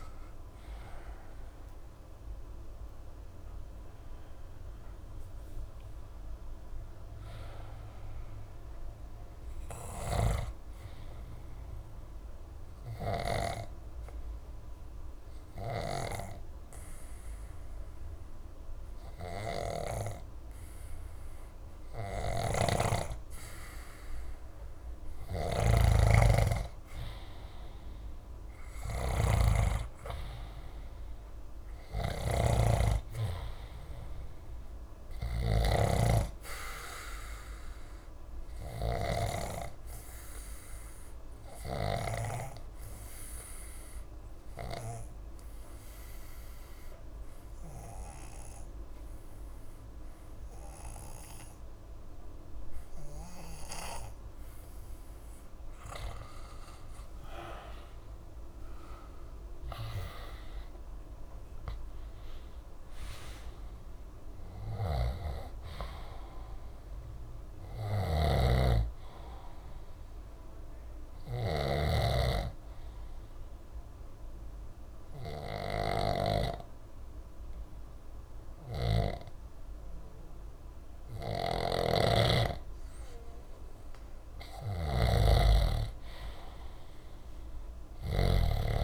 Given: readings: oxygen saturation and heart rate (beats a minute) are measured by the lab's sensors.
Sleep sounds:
breathing in sleep by a room microphone; 3
0.00-5.00 s: arousal
12.00-25.00 s: obstructive apnea (oxygen 93% before, 89% lowest, heart rate 64 before, 61 extreme, up 3 after)
22.00-42.50 s: snoring (device-marked)
27.50-31.00 s: arousal
34.50-51.50 s: oxygen desaturation (device-marked, oxygen 95% before, 90% lowest, heart rate 62 before, 61 extreme)
39.50-56.00 s: obstructive apnea (oxygen 95% before, 89% lowest, heart rate 63 before, 60 extreme, up 12 after)
57.00-62.50 s: arousal
68.00-76.50 s: snoring (device-marked)
73.00-84.50 s: obstructive apnea (oxygen 94% before, 88% lowest, heart rate 67 before, 60 extreme, up 3 after)
78.50-88.84 s: snoring (device-marked)
86.50-88.84 s: arousal
From the record:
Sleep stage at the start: N2 (light sleep); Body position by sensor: on the back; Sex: male

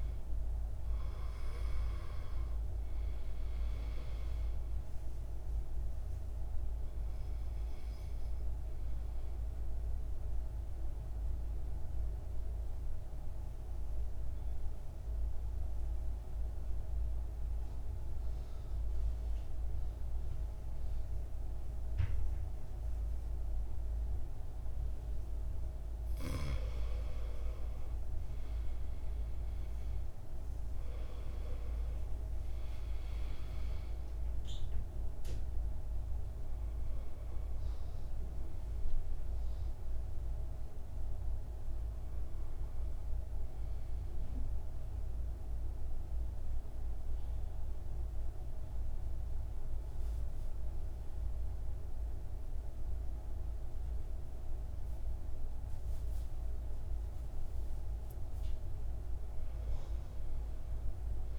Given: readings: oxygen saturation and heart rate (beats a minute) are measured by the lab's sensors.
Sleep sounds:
breathing in sleep, hard to hear, by a room microphone; 2
0.00-18.00 s: oxygen desaturation (device-marked, oxygen 98% before, 90% lowest, heart rate 56 before, 53 extreme)
6.50-24.00 s: central apnea (oxygen 98% before, 90% lowest, heart rate 58 before, 53 extreme, up 7 after)
26.50-30.00 s: arousal
28.00-52.00 s: oxygen desaturation (device-marked, oxygen 98% before, 90% lowest, heart rate 55 before, 52 extreme)
43.50-57.00 s: central apnea (oxygen 98% before, 85% lowest, heart rate 57 before, 52 extreme, up 8 after)
58.50-61.39 s: arousal
From the record:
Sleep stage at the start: N2 (light sleep); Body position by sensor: on the right side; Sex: male

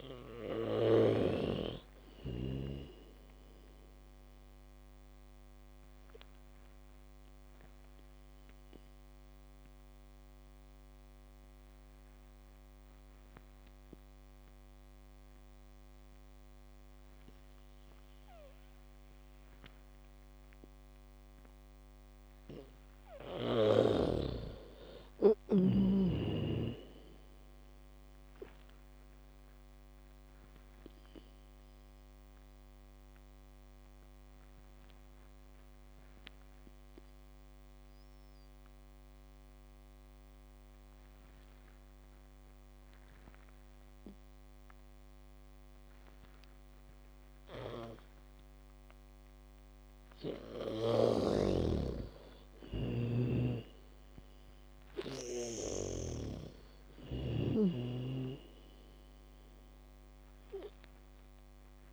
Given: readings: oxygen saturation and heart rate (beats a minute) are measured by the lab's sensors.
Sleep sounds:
breathing in sleep by a microphone on the trachea; 2
0.00-1.00 s: arousal
0.00-1.50 s: snoring (device-marked)
0.00-5.00 s: bradycardia (device-marked, heart rate 35 extreme)
5.00-20.00 s: oxygen desaturation (device-marked, oxygen 96% before, 89% lowest, heart rate 61 before, 27 extreme)
6.50-22.50 s: mixed apnea (oxygen 96% before, 85% lowest, heart rate 60 before, 27 extreme)
25.00-29.00 s: arousal
25.00-31.00 s: bradycardia (device-marked, heart rate 66 before, 27 extreme)
25.00-48.00 s: oxygen desaturation (device-marked, oxygen 97% before, 88% lowest, heart rate 64 before, 25 extreme)
33.00-51.00 s: obstructive apnea (oxygen 97% before, 85% lowest, heart rate 57 before, 25 extreme)
46.00-61.00 s: bradycardia (device-marked, heart rate 65 before, 25 extreme)
53.00-56.50 s: arousal
From the record:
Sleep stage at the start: N2 (light sleep); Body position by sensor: on the back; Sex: female

